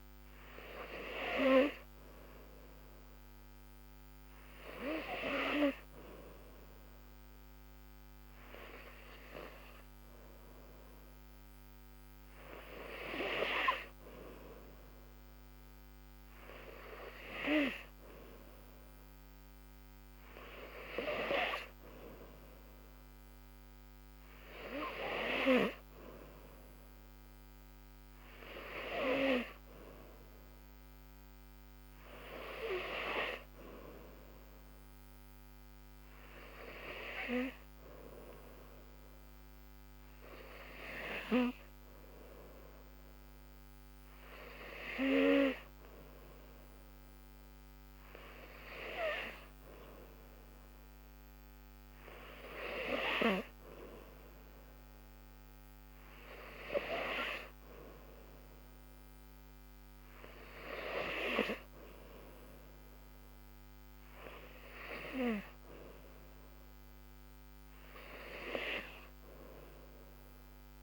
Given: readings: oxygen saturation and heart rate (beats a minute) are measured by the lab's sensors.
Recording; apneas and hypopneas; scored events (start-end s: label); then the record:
breathing in sleep by a microphone on the trachea; none
none scored
From the record:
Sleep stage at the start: N3 (deep sleep); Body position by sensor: on the back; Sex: female